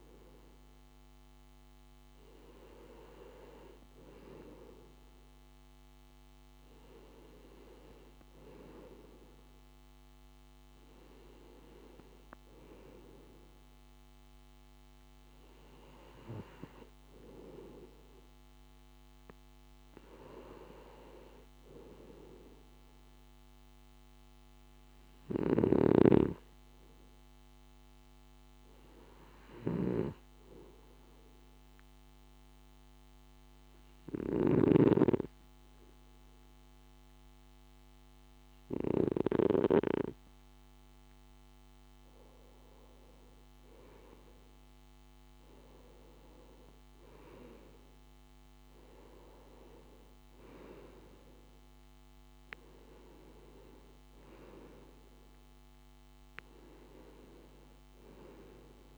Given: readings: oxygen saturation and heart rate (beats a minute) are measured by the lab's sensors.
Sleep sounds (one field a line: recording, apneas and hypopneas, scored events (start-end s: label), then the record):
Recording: breathing in sleep by a microphone on the trachea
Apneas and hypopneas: 1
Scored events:
30.50-42.00 s: obstructive apnea (oxygen 94% before, 90% lowest, heart rate 57 before, 56 extreme, up 3 after)
44.00-49.00 s: arousal
49.50-58.98 s: oxygen desaturation (device-marked, oxygen 93% before, 90% lowest, heart rate 59 before, 56 extreme)
From the record:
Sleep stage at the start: N2 (light sleep)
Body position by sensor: on the right side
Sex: male